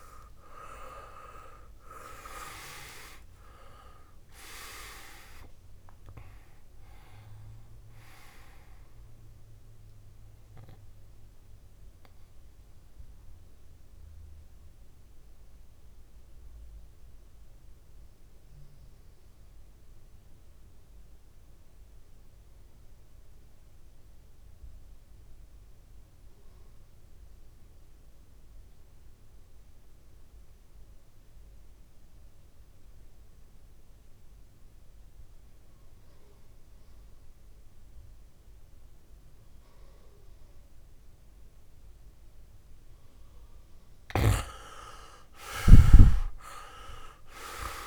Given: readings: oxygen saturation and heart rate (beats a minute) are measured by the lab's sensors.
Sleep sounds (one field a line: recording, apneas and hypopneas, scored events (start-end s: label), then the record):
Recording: breathing in sleep by a room microphone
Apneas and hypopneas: 1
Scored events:
0.00-2.50 s: arousal
0.00-25.00 s: oxygen desaturation (device-marked, oxygen 92% lowest, heart rate 49 extreme)
12.50-42.50 s: mixed apnea (oxygen 100% before, 87% lowest, heart rate 66 before, 51 extreme, up 13 after)
37.00-47.87 s: oxygen desaturation (device-marked, oxygen 100% before, 88% lowest, heart rate 55 before, 58 extreme)
44.50-47.87 s: arousal
From the record:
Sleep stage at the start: N2 (light sleep)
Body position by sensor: on the back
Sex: male